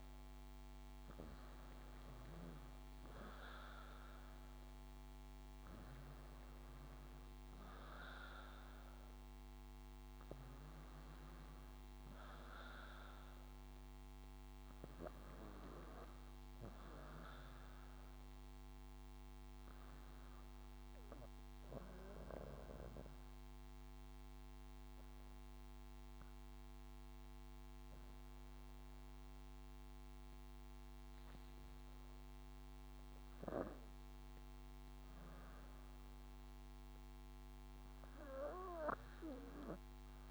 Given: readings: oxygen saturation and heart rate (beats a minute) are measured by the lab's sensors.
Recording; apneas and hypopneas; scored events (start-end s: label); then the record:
breathing in sleep by a microphone on the trachea; 1
20.50-34.00 s: obstructive apnea (oxygen 98% before, 95% lowest, heart rate 62 before, 49 extreme, up 11 after)
28.00-40.31 s: drop in pulse transit time (device-marked, heart rate 59 before, 49 extreme)
31.00-32.50 s: leg movement (device-marked)
38.00-40.31 s: arousal
From the record:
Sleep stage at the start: REM sleep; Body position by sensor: on the back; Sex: female